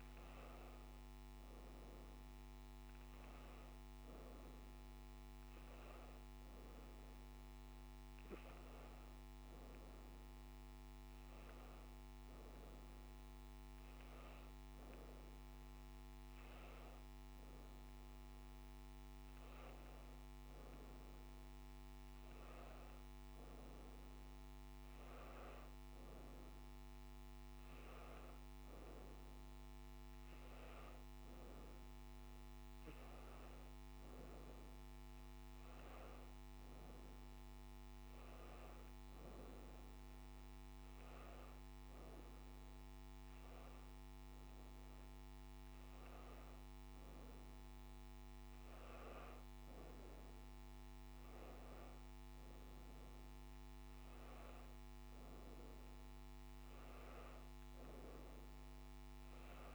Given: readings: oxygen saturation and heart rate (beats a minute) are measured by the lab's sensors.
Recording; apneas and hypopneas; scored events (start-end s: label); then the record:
breathing in sleep, hard to hear, by a microphone on the trachea; none
none scored
From the record:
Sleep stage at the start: N1 (lightest sleep); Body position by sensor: on the back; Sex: female